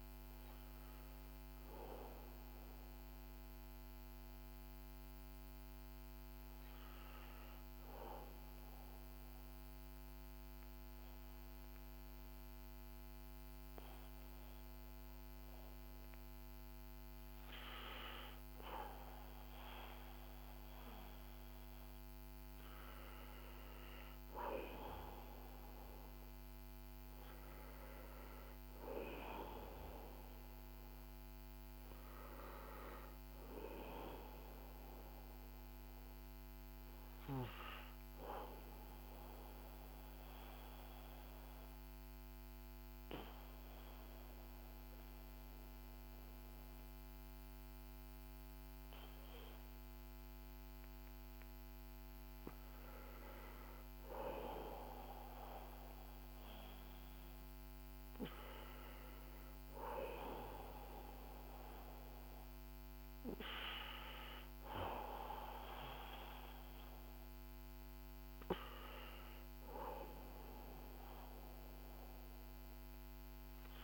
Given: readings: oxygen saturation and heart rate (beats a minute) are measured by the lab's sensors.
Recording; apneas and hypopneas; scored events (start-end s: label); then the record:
breathing in sleep by a microphone on the trachea; 2
0.00-10.00 s: oxygen desaturation (device-marked, oxygen 91% lowest, heart rate 49 extreme)
1.00-23.00 s: hypopnea (oxygen 95% before, 91% lowest, heart rate 58 before, 49 extreme, up 9 after)
26.00-29.50 s: arousal
38.00-54.00 s: obstructive apnea (oxygen 95% before, 91% lowest, heart rate 58 before, 44 extreme, up 17 after)
58.00-61.50 s: arousal
From the record:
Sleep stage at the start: N2 (light sleep); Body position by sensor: on the back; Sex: male